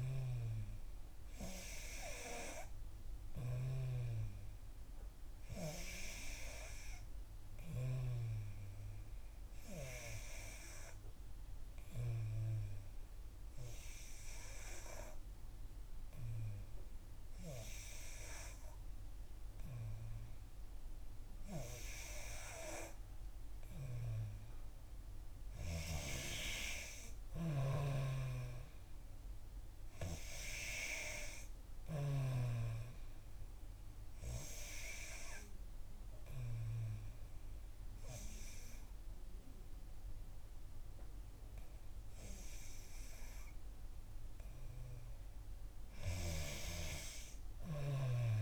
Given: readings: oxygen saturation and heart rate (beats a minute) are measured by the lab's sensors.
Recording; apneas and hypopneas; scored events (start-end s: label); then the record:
breathing in sleep by a room microphone; none
none scored
From the record:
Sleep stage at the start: N3 (deep sleep); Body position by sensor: on the back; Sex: female